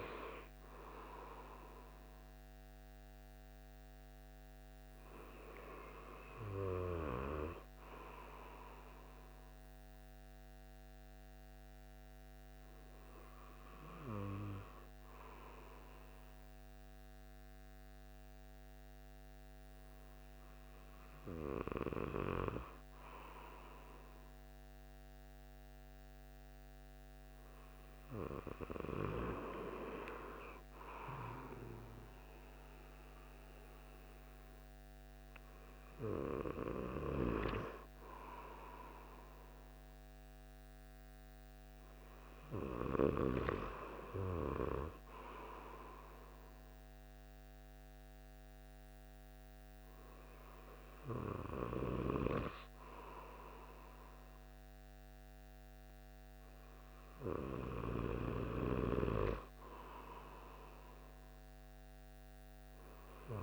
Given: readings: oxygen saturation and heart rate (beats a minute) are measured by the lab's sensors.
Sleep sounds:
breathing in sleep by a microphone on the trachea; none
none scored
From the record:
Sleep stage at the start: N2 (light sleep); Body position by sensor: on the right side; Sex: male

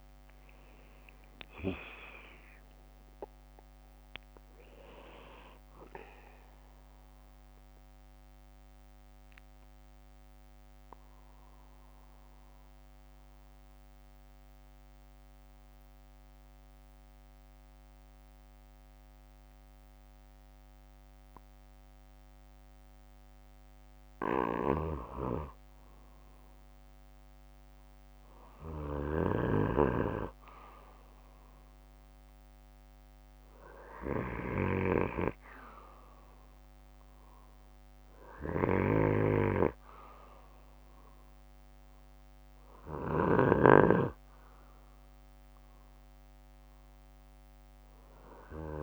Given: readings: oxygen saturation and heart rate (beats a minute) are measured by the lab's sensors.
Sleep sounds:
breathing in sleep by a microphone on the trachea; 1
0.00-1.50 s: arousal
6.50-22.00 s: mixed apnea (oxygen 97% before, 93% lowest, heart rate 65 before, 56 extreme, up 11 after)
12.00-16.00 s: bradycardia (device-marked, heart rate 65 before, 59 extreme)
26.00-30.50 s: arousal
37.00-39.00 s: bradycardia (device-marked, heart rate 65 before, 66 extreme)
38.50-43.00 s: snoring (device-marked)
46.00-48.83 s: oxygen desaturation (device-marked, oxygen 96% before, 93% lowest, heart rate 63 before, 55 extreme)
From the record:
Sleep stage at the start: N2 (light sleep); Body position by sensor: on the back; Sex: male

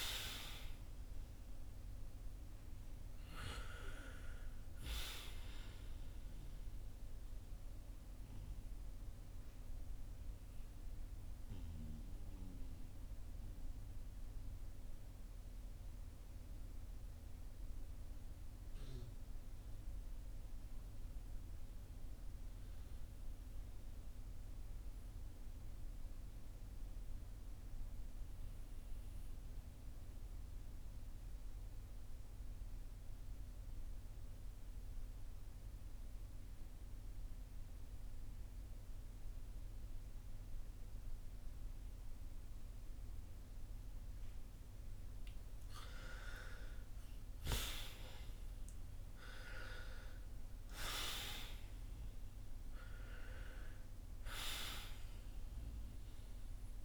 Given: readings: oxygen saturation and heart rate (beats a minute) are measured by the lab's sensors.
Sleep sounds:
breathing in sleep by a room microphone; 1
0.00-29.00 s: oxygen desaturation (device-marked, oxygen 72% lowest, heart rate 54 extreme)
7.50-44.50 s: obstructive apnea (oxygen 87% before, 72% lowest, heart rate 69 before, 52 extreme, up 4 after)
36.00-56.84 s: new sleep stage, N2 (light sleep)
41.00-56.84 s: oxygen desaturation (device-marked, oxygen 97% before, 80% lowest, heart rate 55 before, 47 extreme)
45.50-51.00 s: arousal
From the record:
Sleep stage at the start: REM sleep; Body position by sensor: on the back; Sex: male

